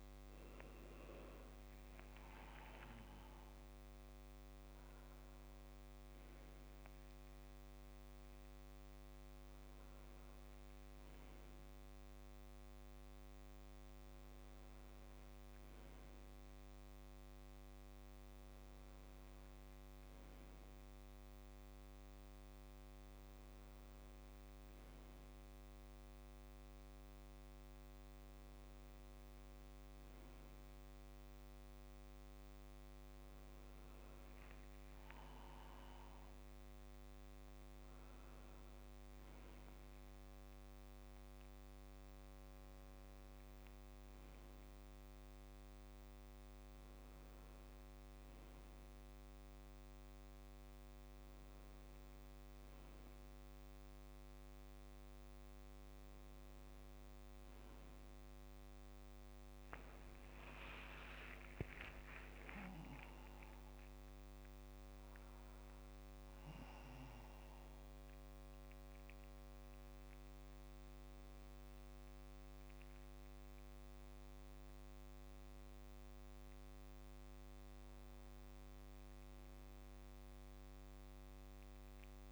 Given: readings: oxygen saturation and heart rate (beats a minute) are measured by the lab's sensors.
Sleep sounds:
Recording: breathing in sleep, hard to hear, by a microphone on the trachea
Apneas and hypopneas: none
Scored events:
0.00-3.00 s: arousal
62.50-64.50 s: long interval between heartbeats (device-marked, heart rate 64 before, 83 extreme)
76.50-82.32 s: new sleep stage, awake
From the record:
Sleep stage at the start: N2 (light sleep)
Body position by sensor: on the back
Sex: male

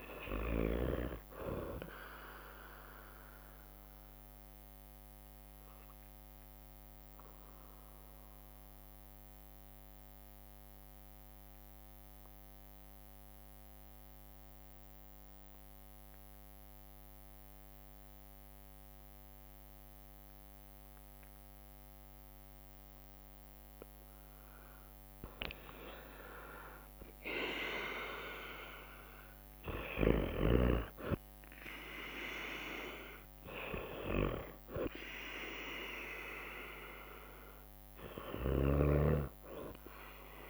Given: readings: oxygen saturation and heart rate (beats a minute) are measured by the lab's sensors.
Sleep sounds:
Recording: breathing in sleep by a microphone on the trachea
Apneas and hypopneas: 1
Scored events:
0.00-3.00 s: drop in pulse transit time (device-marked, heart rate 61 extreme)
0.00-12.00 s: oxygen desaturation (device-marked, oxygen 93% lowest, heart rate 56 extreme)
2.00-23.00 s: obstructive apnea (oxygen 97% before, 91% lowest, heart rate 68 before, 56 extreme, up 3 after)
3.00-27.00 s: bradycardia (device-marked, heart rate 62 before, 56 extreme)
26.00-39.00 s: drop in pulse transit time (device-marked, heart rate 58 before, 57 extreme)
27.00-40.50 s: oxygen desaturation (device-marked, oxygen 97% before, 91% lowest, heart rate 58 before, 53 extreme)
27.50-30.50 s: arousal
38.00-40.50 s: snoring (device-marked)
39.00-40.50 s: bradycardia (device-marked, heart rate 62 before, 58 extreme)
From the record:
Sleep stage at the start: N2 (light sleep)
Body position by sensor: on the right side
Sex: female

